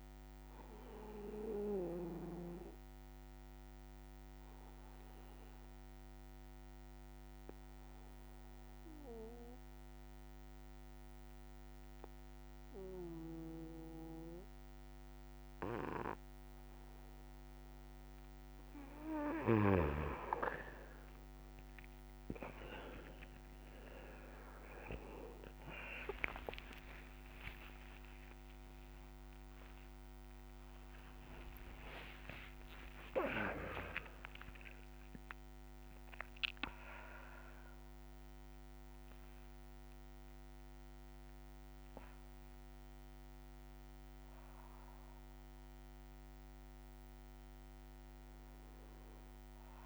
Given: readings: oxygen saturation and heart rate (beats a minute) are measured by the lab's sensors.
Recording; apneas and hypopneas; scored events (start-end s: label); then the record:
breathing in sleep by a microphone on the trachea; 1
0.00-14.50 s: oxygen desaturation (device-marked, oxygen 93% lowest, heart rate 58 extreme)
2.00-20.00 s: mixed apnea (oxygen 99% before, 93% lowest, heart rate 66 before, 69 extreme, up 26 after)
25.50-40.50 s: oxygen desaturation (device-marked, oxygen 99% before, 95% lowest, heart rate 80 before, 70 extreme)
From the record:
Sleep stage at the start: N3 (deep sleep); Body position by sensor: on the back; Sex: male